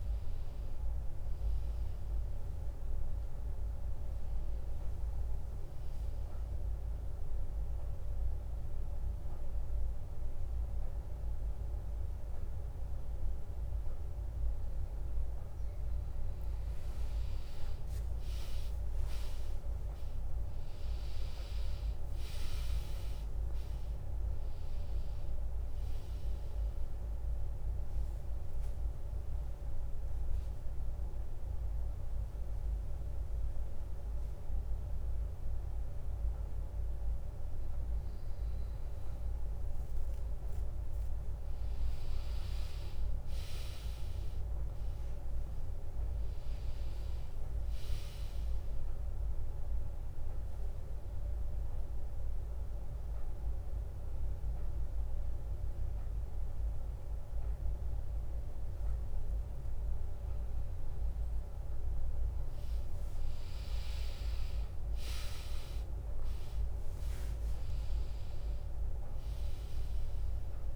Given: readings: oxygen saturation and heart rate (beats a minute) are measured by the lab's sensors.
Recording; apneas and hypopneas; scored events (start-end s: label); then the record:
breathing in sleep, hard to hear, by a room microphone; 3
0.00-9.00 s: drop in pulse transit time (device-marked, heart rate 82 extreme)
7.00-17.00 s: mixed apnea (oxygen 99% before, 97% lowest, heart rate 82 before, 71 extreme, up 0 after)
20.00-24.00 s: arousal
29.00-39.00 s: central apnea (oxygen 99% before, 97% lowest, heart rate 79 before, 73 extreme, up 0 after)
41.50-46.00 s: arousal
49.00-62.00 s: drop in pulse transit time (device-marked, heart rate 80 before, 80 extreme)
51.00-61.00 s: mixed apnea (oxygen 99% before, 97% lowest, heart rate 79 before, 70 extreme, up 1 after)
63.00-66.50 s: arousal
From the record:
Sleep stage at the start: N2 (light sleep); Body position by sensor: on the back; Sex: female